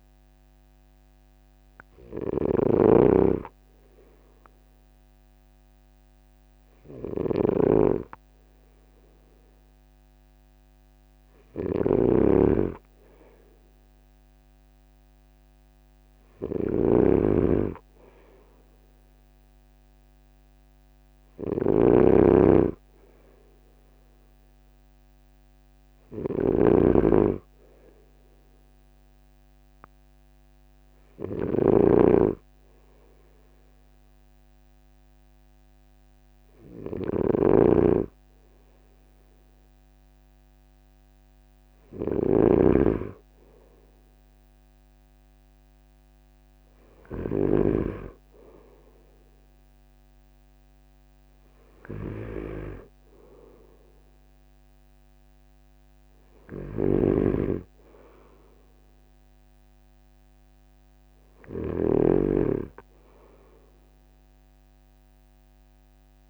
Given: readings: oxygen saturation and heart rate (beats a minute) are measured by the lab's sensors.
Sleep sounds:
breathing in sleep by a microphone on the trachea; none
0.00-47.50 s: snoring (device-marked)
56.50-62.00 s: snoring (device-marked)
From the record:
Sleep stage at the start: N2 (light sleep); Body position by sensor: on the front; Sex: male

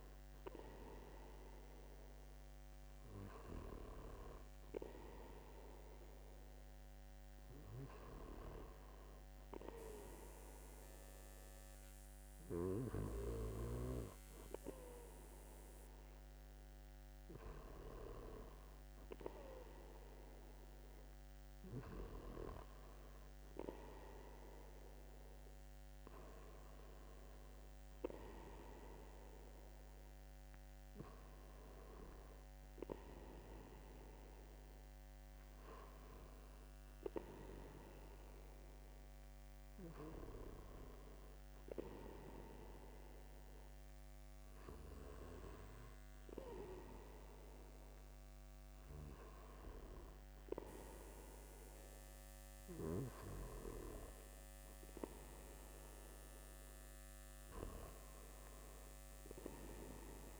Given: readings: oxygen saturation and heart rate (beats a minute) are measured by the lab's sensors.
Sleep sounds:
breathing in sleep by a microphone on the trachea; none
none scored
From the record:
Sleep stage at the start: N2 (light sleep); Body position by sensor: on the back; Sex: male

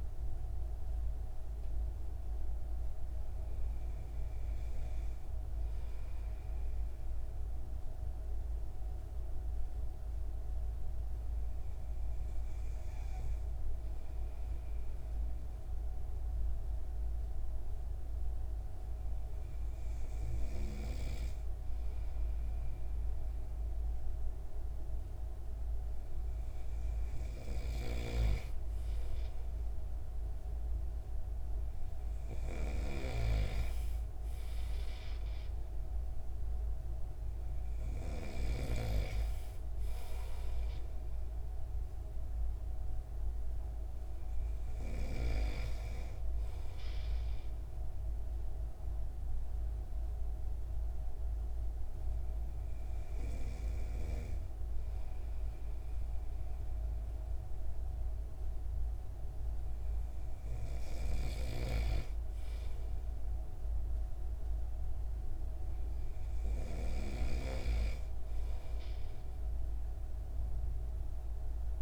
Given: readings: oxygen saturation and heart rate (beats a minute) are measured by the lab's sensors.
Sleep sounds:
breathing in sleep by a room microphone; 2
4.50-24.50 s: hypopnea (oxygen 97% before, 95% lowest)
26.00-30.50 s: arousal
27.50-39.00 s: snoring (device-marked)
49.50-60.50 s: hypopnea (oxygen 96% before, 95% lowest)
61.50-67.00 s: snoring (device-marked)
64.00-67.00 s: arousal
From the record:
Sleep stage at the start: N2 (light sleep); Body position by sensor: on the right side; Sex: male

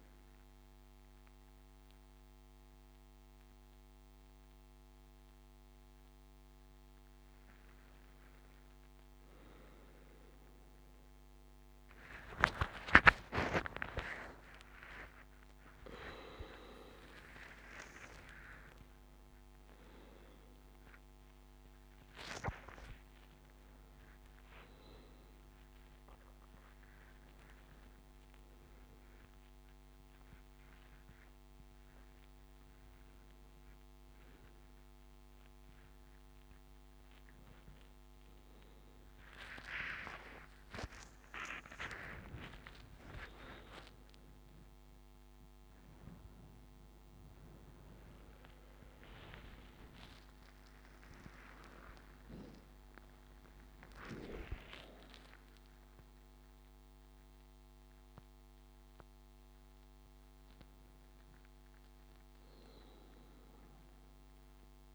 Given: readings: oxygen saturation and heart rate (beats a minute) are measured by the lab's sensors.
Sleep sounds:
a person awake in a sleep study, by a microphone on the trachea; none
none scored
From the record:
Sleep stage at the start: awake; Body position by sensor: on the right side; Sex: male

